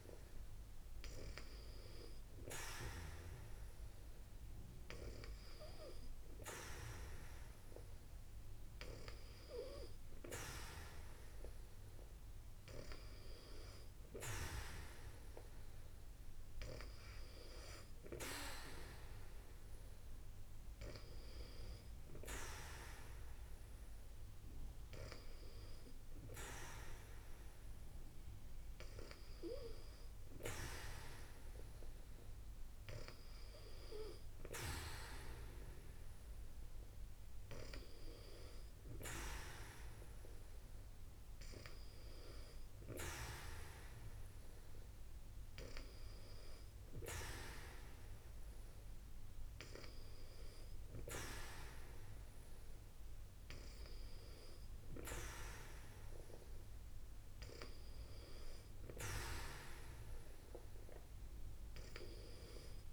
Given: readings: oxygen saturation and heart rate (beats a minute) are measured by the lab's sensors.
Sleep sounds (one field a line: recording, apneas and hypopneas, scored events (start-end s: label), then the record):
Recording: breathing in sleep by a room microphone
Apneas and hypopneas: none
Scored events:
none scored
From the record:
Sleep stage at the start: N2 (light sleep)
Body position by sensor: on the back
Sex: female